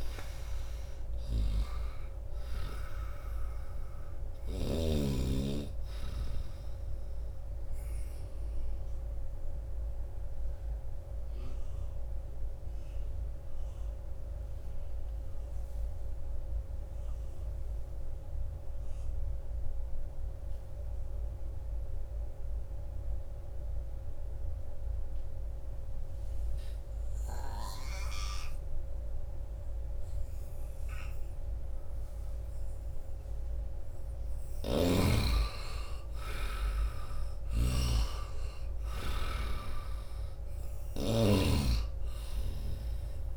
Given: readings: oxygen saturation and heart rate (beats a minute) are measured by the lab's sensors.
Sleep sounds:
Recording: breathing in sleep by a room microphone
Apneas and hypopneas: 1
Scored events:
0.00-4.50 s: snoring (device-marked)
0.00-7.50 s: oxygen desaturation (device-marked, oxygen 82% lowest, heart rate 80 extreme)
8.00-34.00 s: obstructive apnea (oxygen 97% before, 83% lowest, heart rate 91 before, 80 extreme, up 6 after)
24.50-43.37 s: oxygen desaturation (device-marked, oxygen 98% before, 85% lowest, heart rate 87 before, 78 extreme)
34.00-41.00 s: snoring (device-marked)
35.50-40.00 s: arousal
From the record:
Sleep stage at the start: N2 (light sleep)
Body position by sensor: on the right side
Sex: male

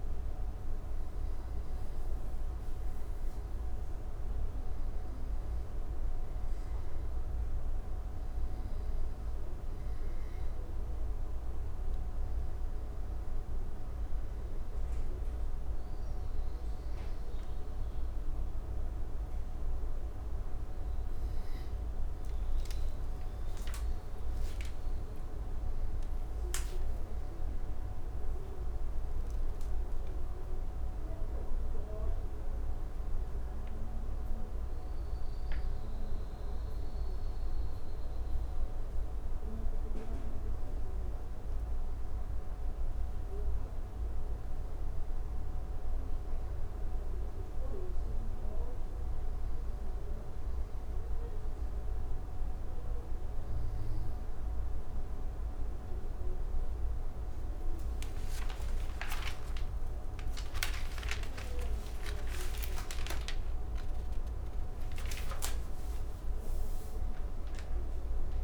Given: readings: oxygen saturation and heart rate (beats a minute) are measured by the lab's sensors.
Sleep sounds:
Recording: a person awake in a sleep study, hard to hear, by a room microphone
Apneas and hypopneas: none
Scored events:
1.00-68.44 s: new sleep stage, awake
From the record:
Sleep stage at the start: N2 (light sleep)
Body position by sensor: on the back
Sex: male

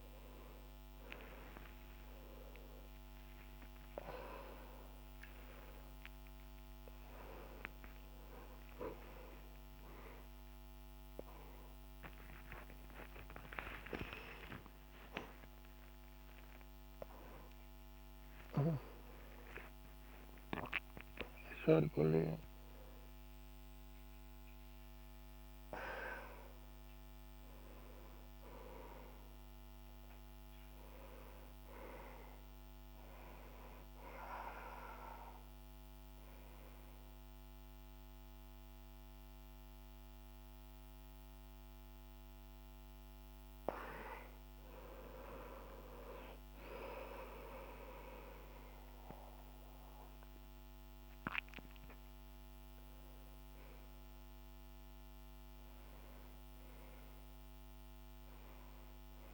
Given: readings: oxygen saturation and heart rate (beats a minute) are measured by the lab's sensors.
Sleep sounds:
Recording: a person awake in a sleep study, by a microphone on the trachea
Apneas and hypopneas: none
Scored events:
none scored
From the record:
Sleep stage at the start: awake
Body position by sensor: on the back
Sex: male

